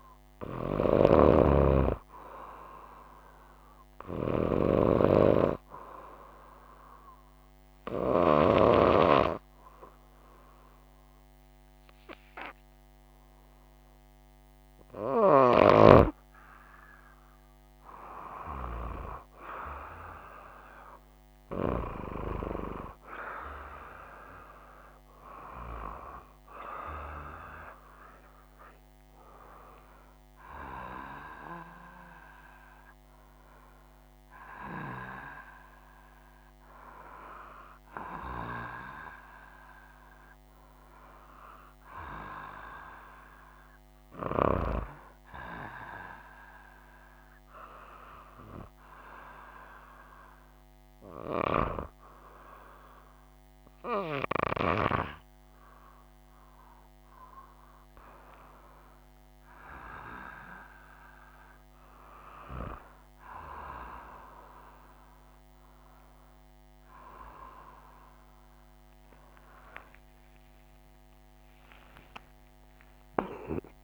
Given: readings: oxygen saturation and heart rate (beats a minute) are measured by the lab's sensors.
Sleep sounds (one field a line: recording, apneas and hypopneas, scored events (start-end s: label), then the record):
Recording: breathing in sleep by a microphone on the trachea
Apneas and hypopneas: 2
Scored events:
7.50-18.00 s: hypopnea (oxygen 96% before, 95% lowest, heart rate 61 before, 60 extreme, up 6 after)
20.50-25.00 s: arousal
45.50-57.50 s: hypopnea (oxygen 97% before, 95% lowest, heart rate 64 before, 63 extreme, up 4 after)
From the record:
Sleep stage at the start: N2 (light sleep)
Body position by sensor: on the right side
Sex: female